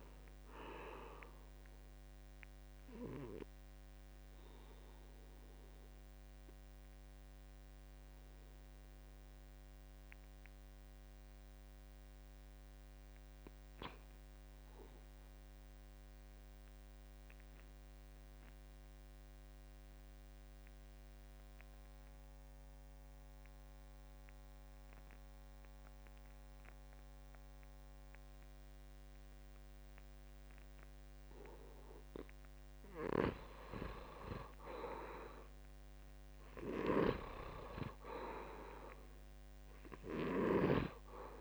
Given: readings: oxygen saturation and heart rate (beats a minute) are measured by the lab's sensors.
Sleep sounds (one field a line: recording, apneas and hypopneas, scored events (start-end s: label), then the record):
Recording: breathing in sleep by a microphone on the trachea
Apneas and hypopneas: 1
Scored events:
0.00-17.00 s: oxygen desaturation (device-marked, oxygen 76% lowest, heart rate 66 extreme)
4.00-32.50 s: obstructive apnea (oxygen 96% before, 75% lowest, heart rate 81 before, 66 extreme, up 5 after)
22.00-41.41 s: oxygen desaturation (device-marked, oxygen 97% before, 78% lowest, heart rate 69 before, 67 extreme)
35.00-38.00 s: arousal
From the record:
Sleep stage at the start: N2 (light sleep)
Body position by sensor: on the back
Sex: male